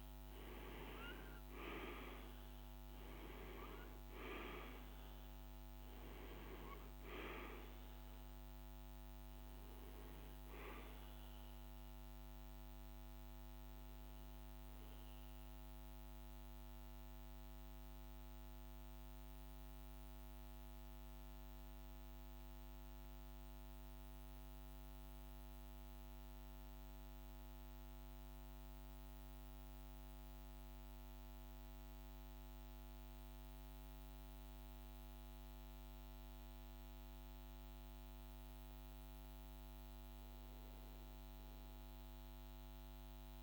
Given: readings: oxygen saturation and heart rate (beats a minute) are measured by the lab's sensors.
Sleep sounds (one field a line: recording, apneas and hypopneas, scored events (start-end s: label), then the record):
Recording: breathing in sleep by a microphone on the trachea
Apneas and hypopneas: 1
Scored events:
0.00-24.00 s: oxygen desaturation (device-marked, oxygen 89% lowest, heart rate 52 extreme)
18.50-36.00 s: central apnea (oxygen 96% before, 92% lowest, heart rate 55 before, 53 extreme, up 1 after)
37.50-41.50 s: arousal
41.00-43.43 s: oxygen desaturation (device-marked, oxygen 99% before, 92% lowest, heart rate 53 before, 52 extreme)
From the record:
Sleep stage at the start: N2 (light sleep)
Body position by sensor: on the right side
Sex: male